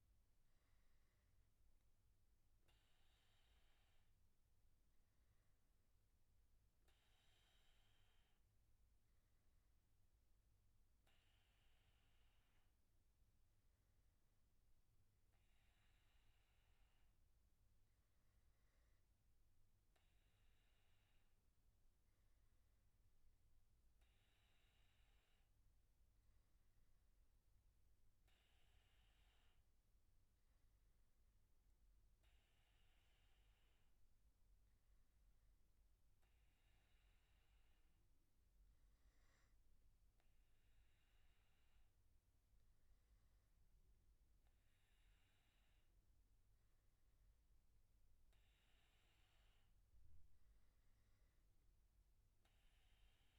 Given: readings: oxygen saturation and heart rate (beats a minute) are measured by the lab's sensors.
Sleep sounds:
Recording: breathing in sleep, hard to hear, by a room microphone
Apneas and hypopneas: none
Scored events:
3.50-53.39 s: new sleep stage, N2 (light sleep)
From the record:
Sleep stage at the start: N1 (lightest sleep)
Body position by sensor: on the back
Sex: male

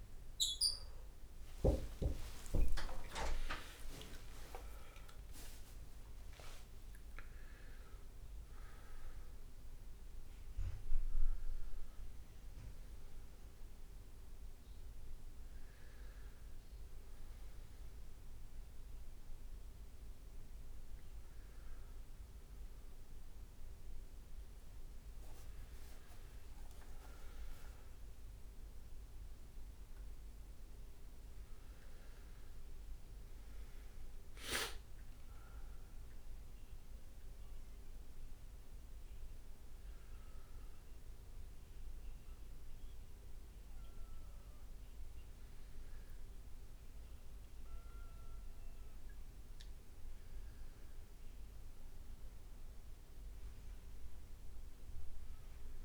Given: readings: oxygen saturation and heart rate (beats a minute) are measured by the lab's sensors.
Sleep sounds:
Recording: a person partly awake in a sleep study, by a room microphone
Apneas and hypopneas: none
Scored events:
0.50-7.50 s: leg movement (device-marked)
13.50-55.84 s: new sleep stage, N1 (lightest sleep)
33.50-36.50 s: leg movement (device-marked)
49.50-51.50 s: leg movement (device-marked)
From the record:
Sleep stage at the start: awake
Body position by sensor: on the back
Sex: male

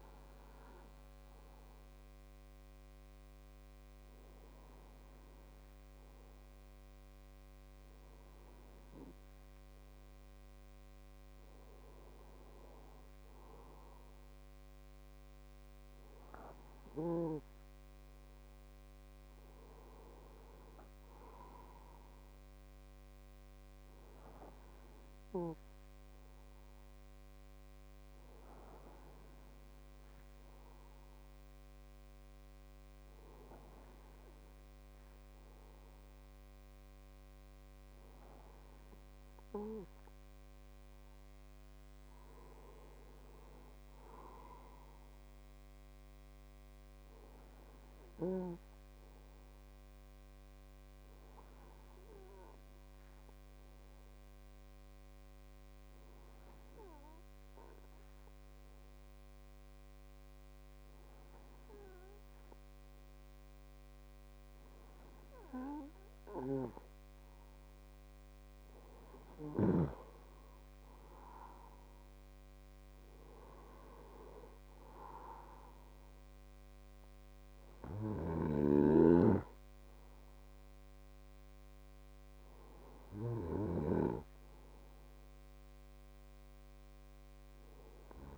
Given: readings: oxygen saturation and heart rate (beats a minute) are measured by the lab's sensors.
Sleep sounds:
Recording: breathing in sleep by a microphone on the trachea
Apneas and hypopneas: none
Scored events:
36.00-88.38 s: new sleep stage, N2 (light sleep)
From the record:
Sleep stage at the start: N3 (deep sleep)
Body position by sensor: on the right side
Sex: male

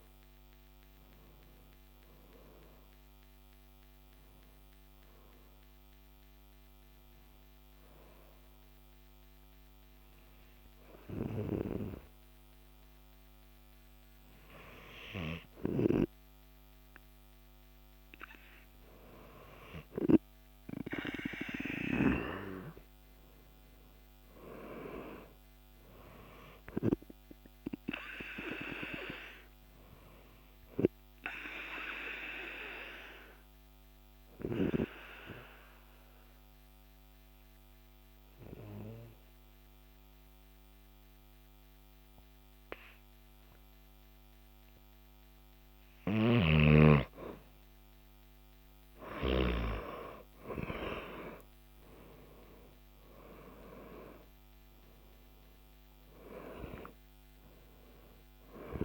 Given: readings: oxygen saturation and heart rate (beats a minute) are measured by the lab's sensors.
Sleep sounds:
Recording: breathing in sleep by a microphone on the trachea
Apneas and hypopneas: 2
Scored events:
4.50-15.50 s: hypopnea (oxygen 98% before, 95% lowest, heart rate 56 before, 50 extreme, up 5 after)
22.00-25.50 s: arousal
32.00-45.00 s: obstructive apnea (oxygen 98% before, 93% lowest, heart rate 57 before, 48 extreme, up 13 after)
50.50-56.00 s: arousal
From the record:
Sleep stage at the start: N2 (light sleep)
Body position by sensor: on the back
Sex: male

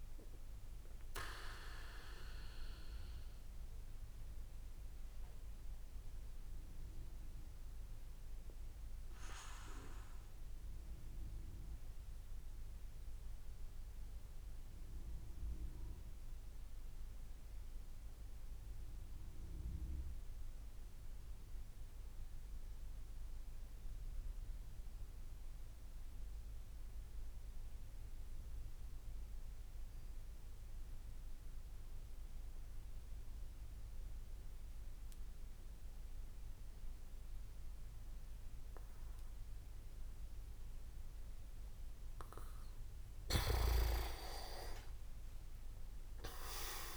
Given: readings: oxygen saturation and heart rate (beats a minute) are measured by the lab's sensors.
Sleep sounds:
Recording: breathing in sleep by a room microphone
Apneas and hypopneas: 1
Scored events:
3.00-41.00 s: obstructive apnea (oxygen 99% before, 93% lowest, heart rate 52 before, 27 extreme, up 24 after)
35.50-38.00 s: leg movement (device-marked)
35.50-46.97 s: oxygen desaturation (device-marked, oxygen 99% before, 94% lowest, heart rate 65 before, 27 extreme)
43.00-46.97 s: leg movement (device-marked)
43.50-46.97 s: snoring (device-marked)
44.00-46.97 s: arousal
From the record:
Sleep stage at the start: N2 (light sleep)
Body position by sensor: on the back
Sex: male

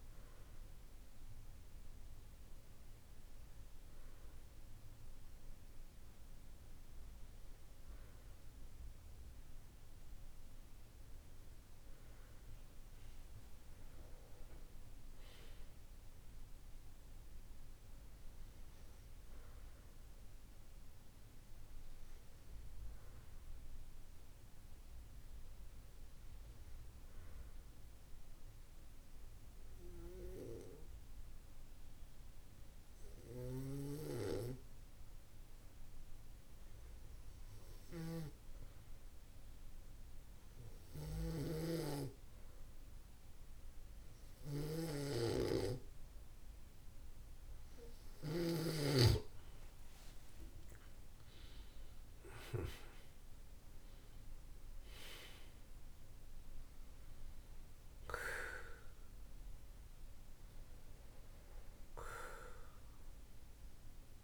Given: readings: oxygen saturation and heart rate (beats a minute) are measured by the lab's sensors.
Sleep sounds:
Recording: breathing in sleep by a room microphone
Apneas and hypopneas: 1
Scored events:
17.00-20.50 s: arousal
24.00-45.00 s: hypopnea (oxygen 96% before, 92% lowest, heart rate 51 before, 49 extreme, up 6 after)
50.00-54.00 s: arousal
From the record:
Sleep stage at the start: N2 (light sleep)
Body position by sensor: on the back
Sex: male

